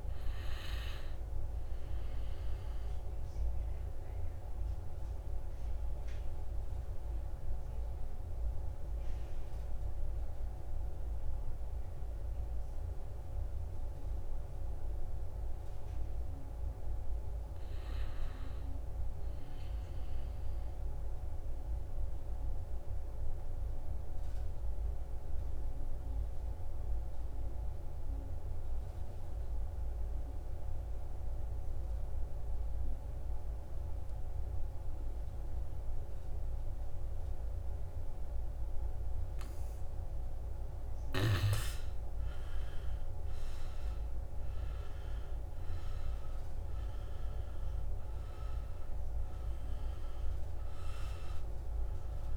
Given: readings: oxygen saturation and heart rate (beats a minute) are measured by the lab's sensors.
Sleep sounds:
breathing in sleep, hard to hear, by a room microphone; 2
0.00-13.00 s: oxygen desaturation (device-marked, oxygen 83% lowest, heart rate 52 extreme)
2.50-15.00 s: obstructive apnea (oxygen 97% before, 83% lowest, heart rate 66 before, 62 extreme, up 3 after)
17.00-20.00 s: arousal
22.00-39.00 s: obstructive apnea (oxygen 99% before, 83% lowest, heart rate 66 before, 62 extreme, up 7 after)
29.00-52.37 s: oxygen desaturation (device-marked, oxygen 98% before, 83% lowest, heart rate 65 before, 62 extreme)
41.50-45.50 s: arousal
From the record:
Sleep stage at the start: N2 (light sleep); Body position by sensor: on the back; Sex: male

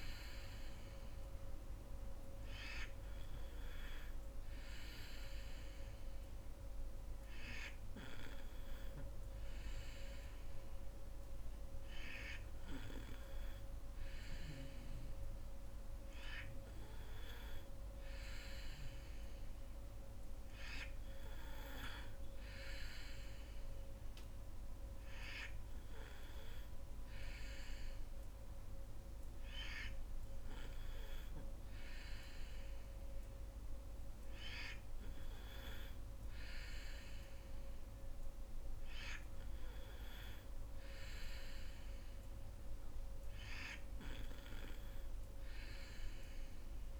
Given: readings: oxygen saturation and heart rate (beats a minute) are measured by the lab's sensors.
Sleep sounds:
breathing in sleep by a room microphone; none
34.50-47.00 s: new sleep stage, N2 (light sleep)
From the record:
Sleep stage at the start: N3 (deep sleep); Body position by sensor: on the back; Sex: female

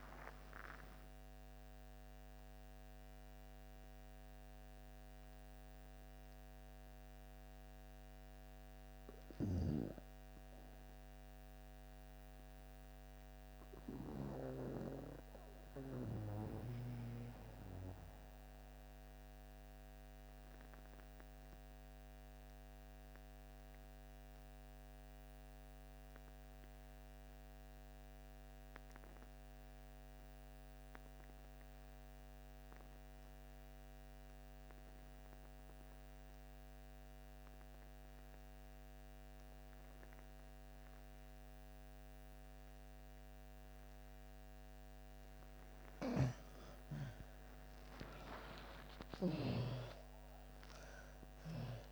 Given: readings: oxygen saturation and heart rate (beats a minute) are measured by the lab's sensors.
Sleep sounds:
breathing in sleep by a microphone on the trachea; 1
0.00-21.00 s: oxygen desaturation (device-marked, oxygen 75% lowest)
0.50-45.00 s: mixed apnea (oxygen 99% before, 72% lowest)
8.00-51.92 s: new sleep stage, REM sleep
33.00-51.92 s: oxygen desaturation (device-marked, oxygen 99% before, 72% lowest)
47.00-51.50 s: arousal
From the record:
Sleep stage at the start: N2 (light sleep); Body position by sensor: on the back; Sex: female

